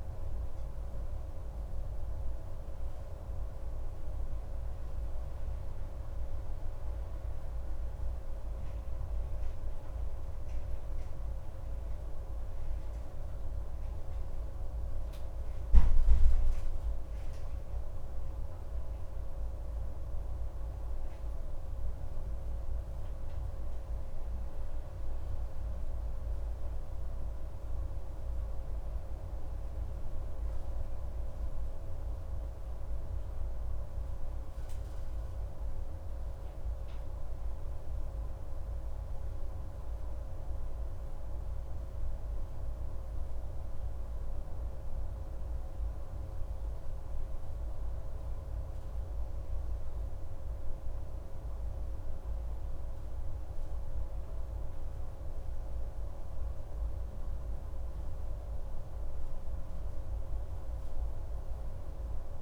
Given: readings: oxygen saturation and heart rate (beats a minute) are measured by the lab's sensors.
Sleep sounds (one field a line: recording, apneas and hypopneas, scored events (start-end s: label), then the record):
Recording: a person awake in a sleep study, hard to hear, by a room microphone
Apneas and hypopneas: none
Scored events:
none scored
From the record:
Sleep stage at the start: awake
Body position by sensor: on the right side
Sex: male